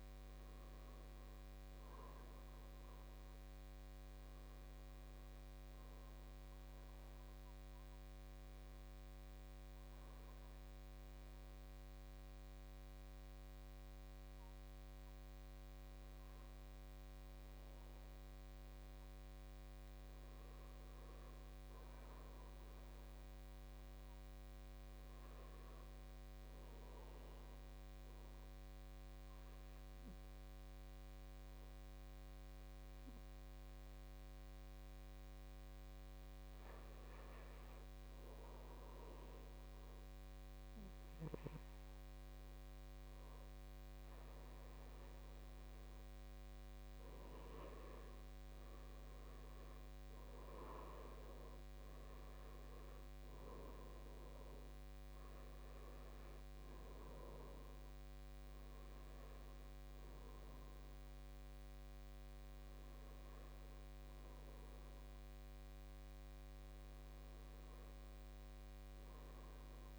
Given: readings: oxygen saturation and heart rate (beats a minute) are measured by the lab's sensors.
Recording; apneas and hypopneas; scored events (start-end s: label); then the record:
breathing in sleep, hard to hear, by a microphone on the trachea; 1
0.00-1.50 s: arousal
13.00-24.00 s: oxygen desaturation (device-marked, oxygen 96% before, 93% lowest, heart rate 62 before, 47 extreme)
13.50-15.50 s: long interval between heartbeats (device-marked, heart rate 62 before, 55 extreme)
20.00-69.99 s: new sleep stage, N2 (light sleep)
24.50-27.00 s: arousal
30.00-44.50 s: obstructive apnea (oxygen 97% before, 90% lowest, heart rate 53 before, 55 extreme, up 9 after)
36.00-43.00 s: oxygen desaturation (device-marked, oxygen 96% before, 93% lowest, heart rate 54 before, 57 extreme)
46.50-50.50 s: arousal
50.00-69.99 s: oxygen desaturation (device-marked, oxygen 94% before, 90% lowest, heart rate 57 before, 52 extreme)
From the record:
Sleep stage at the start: N1 (lightest sleep); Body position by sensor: on the back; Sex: male